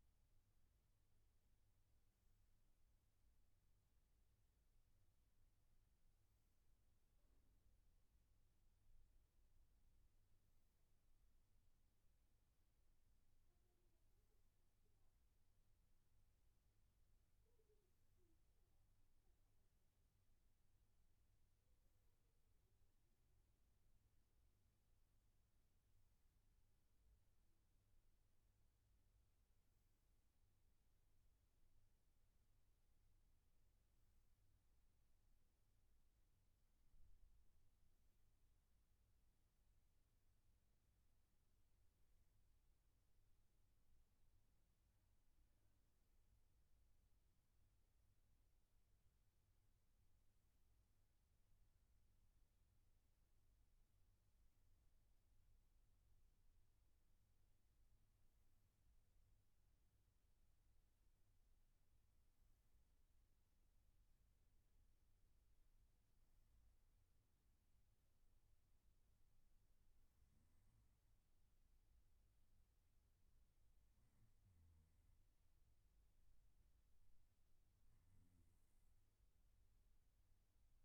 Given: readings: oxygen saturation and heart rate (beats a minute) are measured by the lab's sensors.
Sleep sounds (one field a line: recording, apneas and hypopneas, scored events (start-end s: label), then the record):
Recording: breathing in sleep, hard to hear, by a room microphone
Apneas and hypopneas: none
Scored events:
none scored
From the record:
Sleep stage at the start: N3 (deep sleep)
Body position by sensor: on the right side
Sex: male